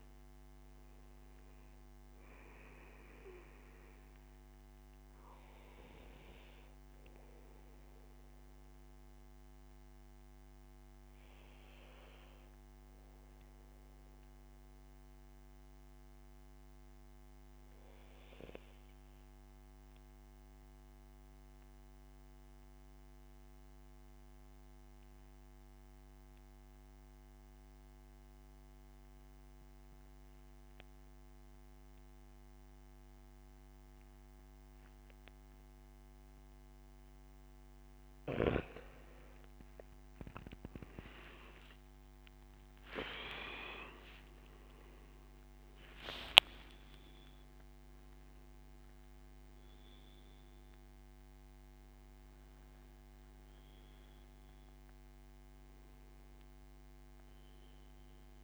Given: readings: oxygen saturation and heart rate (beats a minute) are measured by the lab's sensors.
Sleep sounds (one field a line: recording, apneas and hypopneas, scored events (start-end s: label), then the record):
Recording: breathing in sleep by a microphone on the trachea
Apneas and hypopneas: 1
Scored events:
0.00-16.00 s: oxygen desaturation (device-marked, oxygen 92% lowest, heart rate 64 extreme)
8.50-36.00 s: obstructive apnea (oxygen 98% before, 91% lowest, heart rate 79 before, 66 extreme, up 16 after)
32.00-58.44 s: oxygen desaturation (device-marked, oxygen 99% before, 91% lowest, heart rate 71 before, 78 extreme)
50.00-58.44 s: new sleep stage, awake
From the record:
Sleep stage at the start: N2 (light sleep)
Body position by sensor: on the back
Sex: male